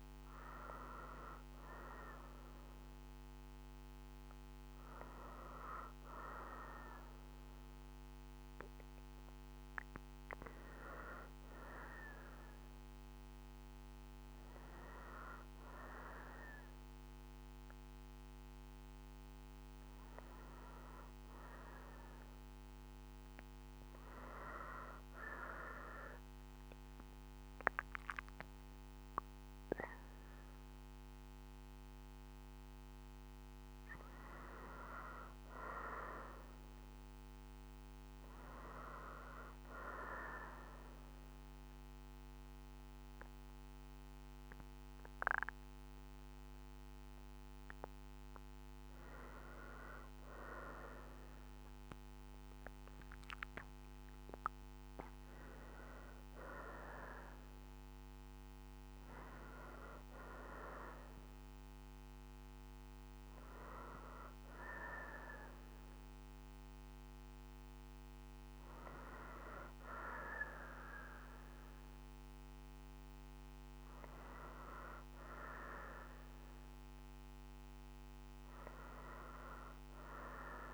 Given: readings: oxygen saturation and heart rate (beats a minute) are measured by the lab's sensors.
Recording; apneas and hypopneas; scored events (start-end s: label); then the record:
breathing in sleep by a microphone on the trachea; none
9.00-37.00 s: oxygen desaturation (device-marked, oxygen 97% before, 91% lowest, heart rate 61 before, 62 extreme)
39.00-49.00 s: oxygen desaturation (device-marked, oxygen 92% before, 89% lowest, heart rate 63 before, 62 extreme)
From the record:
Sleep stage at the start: N2 (light sleep); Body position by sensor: on the right side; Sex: female